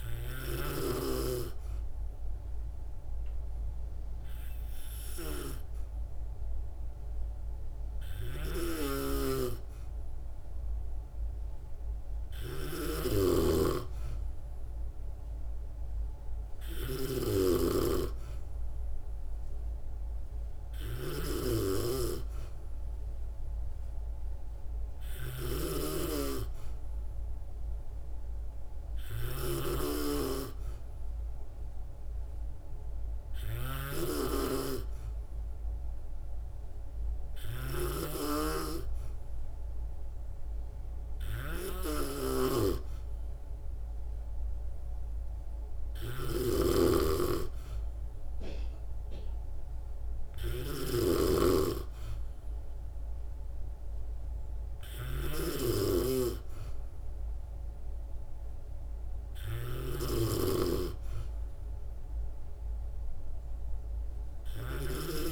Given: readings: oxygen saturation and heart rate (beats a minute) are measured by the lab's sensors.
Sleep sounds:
breathing in sleep by a room microphone; none
8.00-65.31 s: snoring (device-marked)
From the record:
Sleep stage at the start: N2 (light sleep); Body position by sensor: on the back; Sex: female

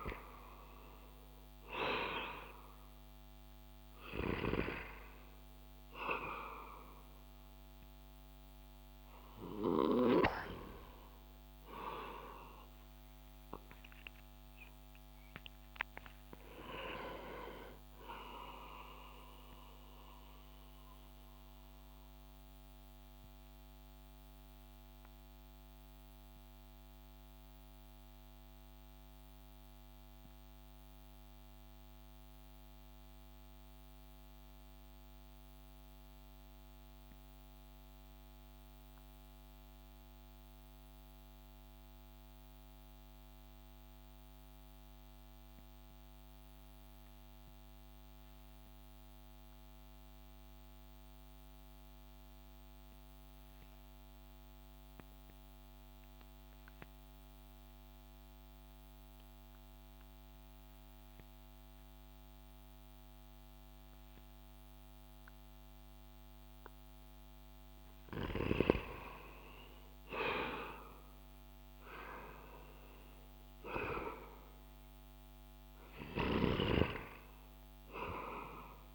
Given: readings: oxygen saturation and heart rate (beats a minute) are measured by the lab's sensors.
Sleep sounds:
breathing in sleep by a microphone on the trachea; 1
0.00-30.00 s: oxygen desaturation (device-marked, oxygen 88% lowest)
3.50-10.00 s: snoring (device-marked)
20.00-65.50 s: mixed apnea (oxygen 95% before, 85% lowest)
49.00-78.95 s: oxygen desaturation (device-marked, oxygen 98% before, 85% lowest)
67.50-71.50 s: arousal
75.50-78.95 s: snoring (device-marked)
From the record:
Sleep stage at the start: N2 (light sleep); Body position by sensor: on the back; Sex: male

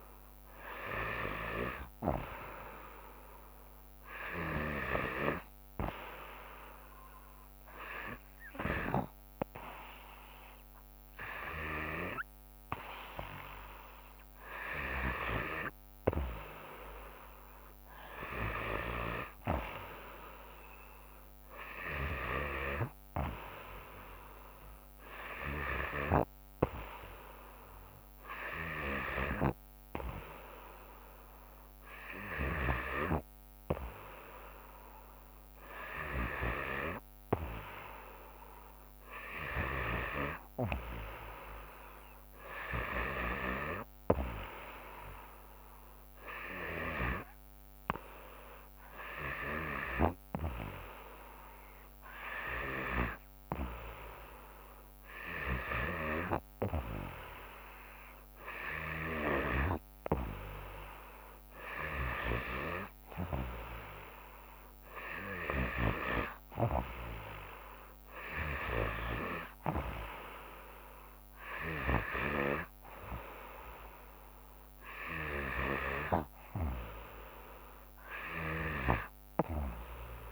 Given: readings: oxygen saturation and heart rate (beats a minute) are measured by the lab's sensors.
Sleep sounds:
breathing in sleep by a microphone on the trachea; none
4.50-40.00 s: snoring (device-marked)
46.50-79.00 s: snoring (device-marked)
67.00-80.32 s: new sleep stage, N3 (deep sleep)
From the record:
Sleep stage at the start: N2 (light sleep); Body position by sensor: on the back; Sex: female

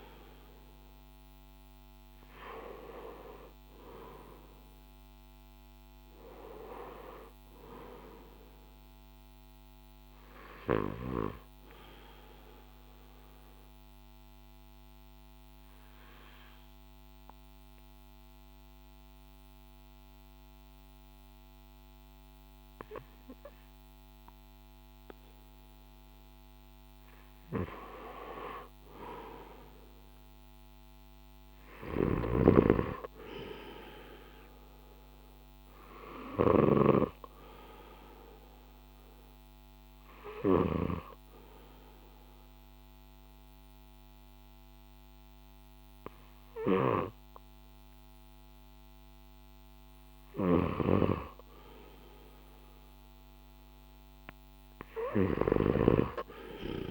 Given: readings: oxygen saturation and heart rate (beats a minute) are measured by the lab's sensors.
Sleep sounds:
breathing in sleep by a microphone on the trachea; 1
0.00-3.00 s: arousal
4.00-29.00 s: oxygen desaturation (device-marked, oxygen 96% before, 90% lowest, heart rate 59 before, 55 extreme)
12.50-27.00 s: obstructive apnea (oxygen 96% before, 89% lowest, heart rate 60 before, 55 extreme, up 5 after)
29.00-33.50 s: arousal
32.00-37.00 s: snoring (device-marked)
37.00-53.00 s: oxygen desaturation (device-marked, oxygen 97% before, 89% lowest, heart rate 58 before, 57 extreme)
50.00-56.91 s: snoring (device-marked)
From the record:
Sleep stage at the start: N2 (light sleep); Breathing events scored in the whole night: 538 in 7.3 hours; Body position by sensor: on the left side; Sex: male

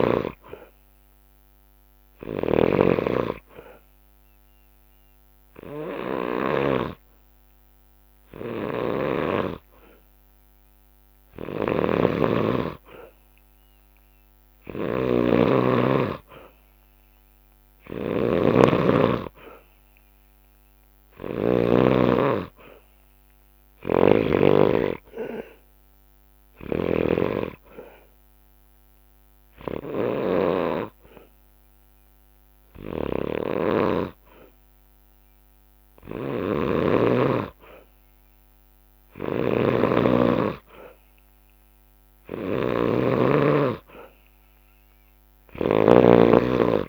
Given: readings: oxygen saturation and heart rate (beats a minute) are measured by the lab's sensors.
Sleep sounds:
breathing in sleep by a microphone on the trachea; none
0.00-2.50 s: snoring (device-marked)
11.00-21.50 s: snoring (device-marked)
23.50-46.00 s: snoring (device-marked)
From the record:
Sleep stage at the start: N2 (light sleep); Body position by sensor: on the back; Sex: male

